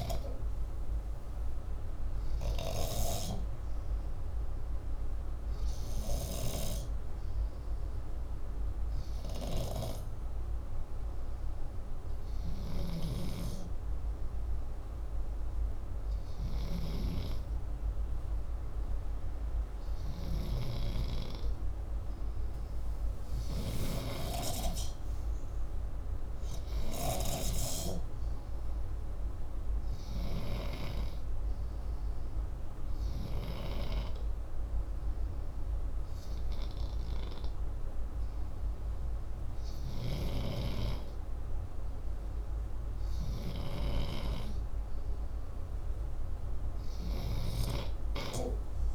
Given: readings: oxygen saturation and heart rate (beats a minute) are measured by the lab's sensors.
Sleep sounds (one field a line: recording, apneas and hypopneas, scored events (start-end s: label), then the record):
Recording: breathing in sleep by a room microphone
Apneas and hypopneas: none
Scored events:
20.50-27.50 s: oxygen desaturation (device-marked, oxygen 97% before, 93% lowest, heart rate 63 before, 62 extreme)
40.50-48.94 s: oxygen desaturation (device-marked, oxygen 99% before, 93% lowest, heart rate 65 before, 61 extreme)
From the record:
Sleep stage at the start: N2 (light sleep)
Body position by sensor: upright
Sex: male